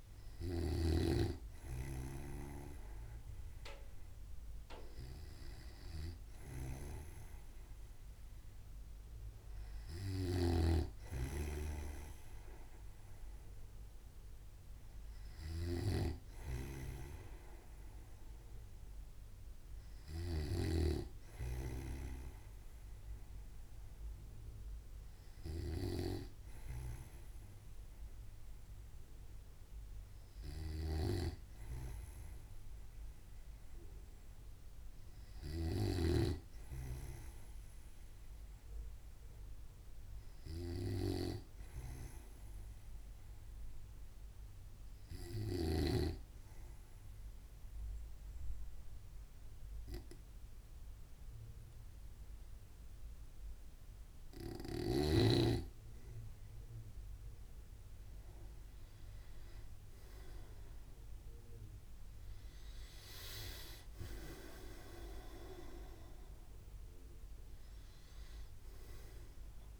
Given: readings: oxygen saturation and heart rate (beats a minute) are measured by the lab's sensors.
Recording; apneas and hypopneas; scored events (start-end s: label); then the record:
breathing in sleep by a room microphone; 1
0.00-21.50 s: snoring (device-marked)
31.00-36.50 s: snoring (device-marked)
42.50-57.50 s: hypopnea (oxygen 96% before, 94% lowest, heart rate 63 before, 62 extreme, up 11 after)
57.00-59.00 s: long interval between heartbeats (device-marked, heart rate 63 before, 71 extreme)
59.50-64.00 s: arousal
From the record:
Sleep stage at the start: N2 (light sleep); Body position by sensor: on the right side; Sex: male